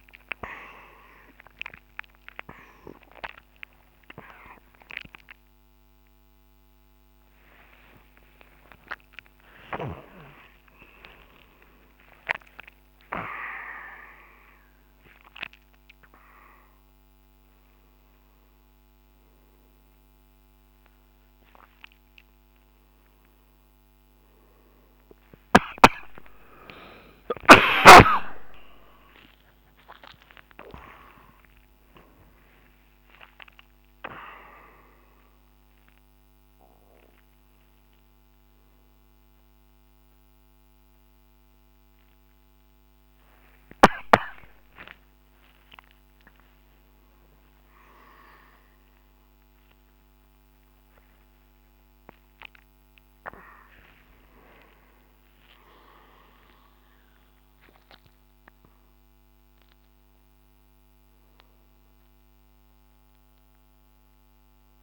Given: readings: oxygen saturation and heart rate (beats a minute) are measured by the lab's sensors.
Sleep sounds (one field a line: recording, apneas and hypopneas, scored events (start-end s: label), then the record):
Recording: a person awake in a sleep study, by a microphone on the trachea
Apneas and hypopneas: none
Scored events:
2.00-24.00 s: oxygen desaturation (device-marked, oxygen 93% before, 90% lowest, heart rate 80 before, 74 extreme)
32.50-34.50 s: long interval between heartbeats (device-marked, heart rate 89 before, 91 extreme)
37.00-49.00 s: oxygen desaturation (device-marked, oxygen 99% before, 95% lowest, heart rate 89 before, 74 extreme)
62.00-64.83 s: oxygen desaturation (device-marked, oxygen 99% before, 95% lowest, heart rate 84 before, 67 extreme)
From the record:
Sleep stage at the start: awake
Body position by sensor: on the right side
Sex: male